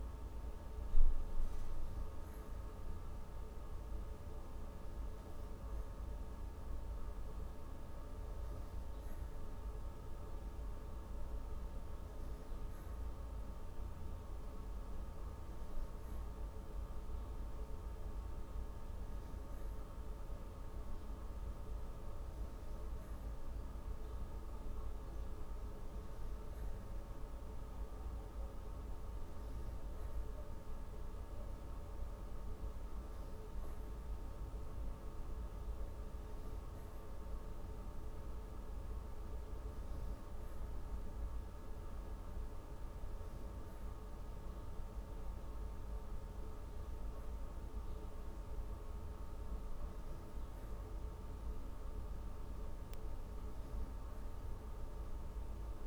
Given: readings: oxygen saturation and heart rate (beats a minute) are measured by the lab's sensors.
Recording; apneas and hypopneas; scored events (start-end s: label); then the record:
breathing in sleep, hard to hear, by a room microphone; none
none scored
From the record:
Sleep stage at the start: N3 (deep sleep); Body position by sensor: on the back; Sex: female